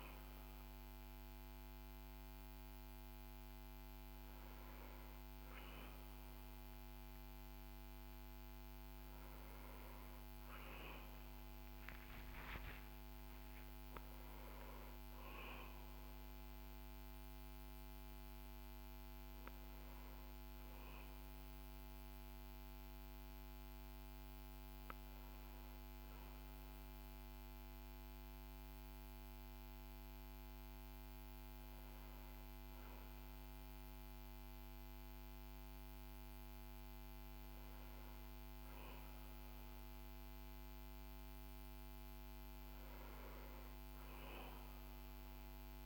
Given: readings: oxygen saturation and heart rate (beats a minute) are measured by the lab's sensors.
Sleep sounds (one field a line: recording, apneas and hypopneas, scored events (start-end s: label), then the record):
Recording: a person awake in a sleep study, hard to hear, by a microphone on the trachea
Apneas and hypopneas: none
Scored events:
none scored
From the record:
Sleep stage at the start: awake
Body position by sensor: on the back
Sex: male